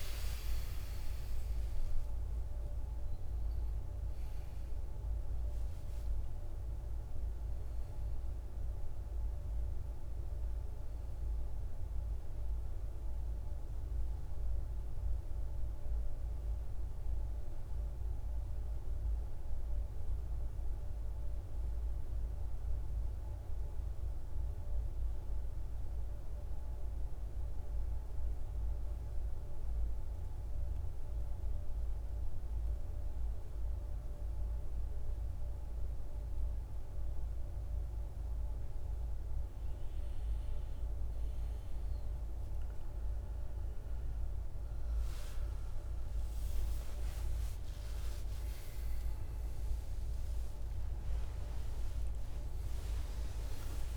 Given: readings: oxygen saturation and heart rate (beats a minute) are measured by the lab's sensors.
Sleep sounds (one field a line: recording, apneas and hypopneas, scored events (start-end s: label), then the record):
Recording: breathing in sleep, hard to hear, by a room microphone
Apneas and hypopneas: 1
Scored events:
0.00-6.00 s: arousal
0.00-17.00 s: oxygen desaturation (device-marked, oxygen 82% lowest, heart rate 53 extreme)
20.00-50.00 s: new sleep stage, N1 (lightest sleep)
26.50-38.00 s: central apnea (oxygen 99% before, 89% lowest, heart rate 62 before, 53 extreme, up 10 after)
39.00-53.97 s: oxygen desaturation (device-marked, oxygen 99% before, 89% lowest, heart rate 55 before, 52 extreme)
50.00-53.97 s: new sleep stage, awake
From the record:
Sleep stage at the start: N2 (light sleep)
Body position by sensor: on the back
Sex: male